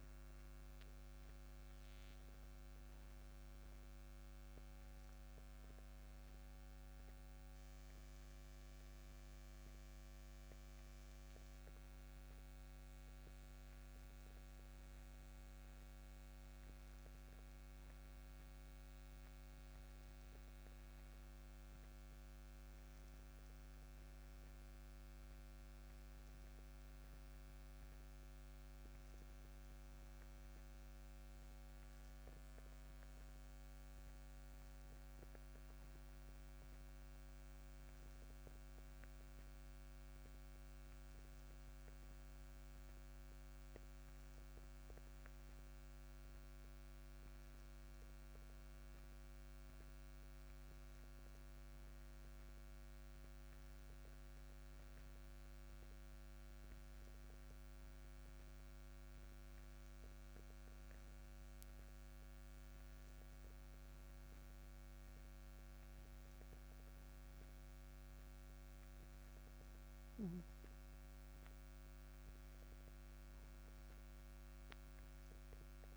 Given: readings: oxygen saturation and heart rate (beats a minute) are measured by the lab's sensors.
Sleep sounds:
a person awake in a sleep study, hard to hear, by a microphone on the trachea; none
none scored
From the record:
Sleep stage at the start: awake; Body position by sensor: on the back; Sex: male

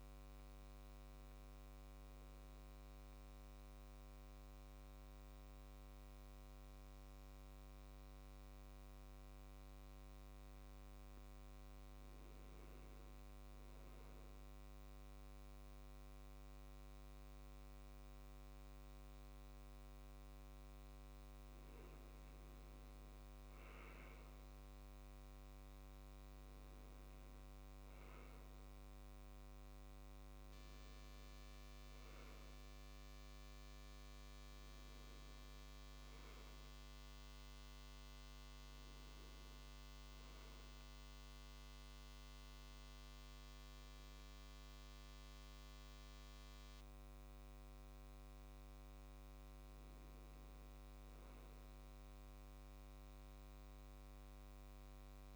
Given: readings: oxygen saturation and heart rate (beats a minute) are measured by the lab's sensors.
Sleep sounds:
breathing in sleep, hard to hear, by a microphone on the trachea; 1
0.00-8.00 s: oxygen desaturation (device-marked, oxygen 85% lowest, heart rate 67 extreme)
3.50-20.50 s: hypopnea (oxygen 93% before, 89% lowest, heart rate 71 before, 67 extreme, up 6 after)
23.00-26.50 s: arousal
From the record:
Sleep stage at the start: N2 (light sleep); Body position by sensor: on the left side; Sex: male

